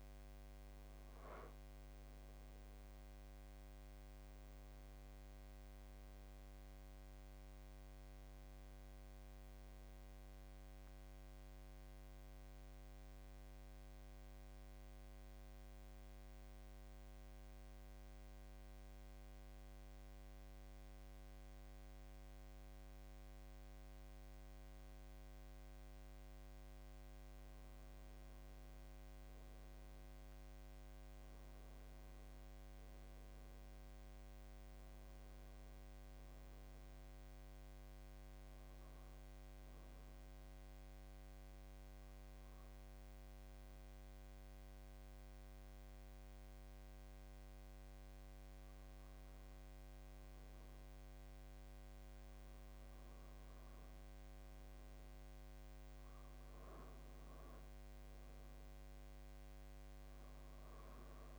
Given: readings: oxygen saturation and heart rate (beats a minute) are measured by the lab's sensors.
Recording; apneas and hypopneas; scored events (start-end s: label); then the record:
breathing in sleep, hard to hear, by a microphone on the trachea; 2
0.00-17.00 s: oxygen desaturation (device-marked, oxygen 90% lowest, heart rate 75 extreme)
13.50-26.50 s: mixed apnea (oxygen 93% before, 90% lowest, heart rate 84 before, 75 extreme, up 14 after)
28.50-32.00 s: arousal
33.00-45.00 s: oxygen desaturation (device-marked, oxygen 95% before, 90% lowest, heart rate 80 before, 78 extreme)
39.50-53.00 s: obstructive apnea (oxygen 95% before, 89% lowest, heart rate 83 before, 78 extreme, up 9 after)
55.50-58.50 s: arousal
58.00-61.39 s: oxygen desaturation (device-marked, oxygen 94% before, 91% lowest, heart rate 81 before, 72 extreme)
From the record:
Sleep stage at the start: N2 (light sleep); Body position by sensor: on the back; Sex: male